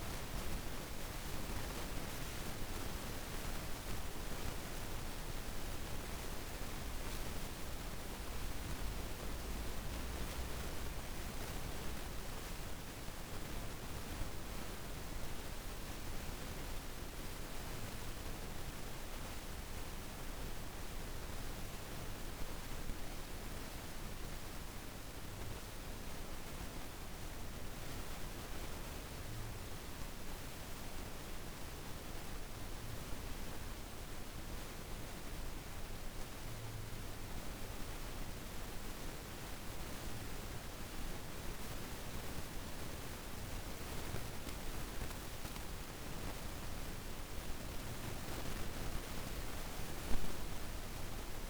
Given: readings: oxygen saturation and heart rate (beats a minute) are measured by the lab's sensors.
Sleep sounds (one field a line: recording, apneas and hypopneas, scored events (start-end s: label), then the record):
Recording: breathing in sleep, hard to hear, by a room microphone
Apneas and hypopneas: none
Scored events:
41.50-51.50 s: new sleep stage, awake
From the record:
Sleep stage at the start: N2 (light sleep)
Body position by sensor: on the back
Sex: female